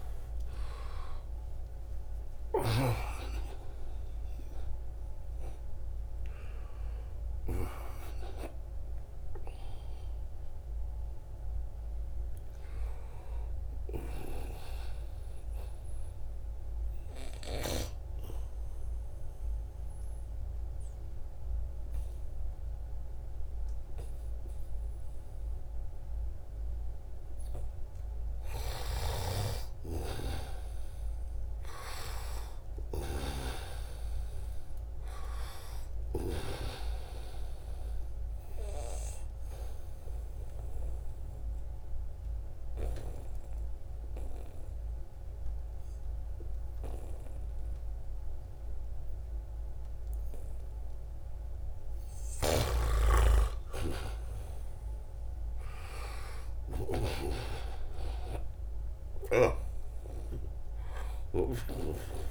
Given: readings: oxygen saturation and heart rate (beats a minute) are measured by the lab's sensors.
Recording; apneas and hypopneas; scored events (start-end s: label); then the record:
breathing in sleep by a room microphone; 2
0.00-15.50 s: oxygen desaturation (device-marked, oxygen 79% lowest, heart rate 61 extreme)
16.50-27.00 s: obstructive apnea (oxygen 98% before, 93% lowest, heart rate 112 before, 77 extreme, up 2 after)
28.00-32.50 s: arousal
34.50-48.50 s: oxygen desaturation (device-marked, oxygen 98% before, 93% lowest, heart rate 87 before, 77 extreme)
37.50-50.50 s: obstructive apnea (oxygen 99% before, 93% lowest, heart rate 85 before, 77 extreme, up 6 after)
51.50-61.00 s: snoring (device-marked)
52.50-56.00 s: arousal
57.50-62.31 s: new sleep stage, N2 (light sleep)
58.50-62.31 s: oxygen desaturation (device-marked, oxygen 97% before, 93% lowest, heart rate 81 before, 77 extreme)
From the record:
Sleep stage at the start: REM sleep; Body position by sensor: on the back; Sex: male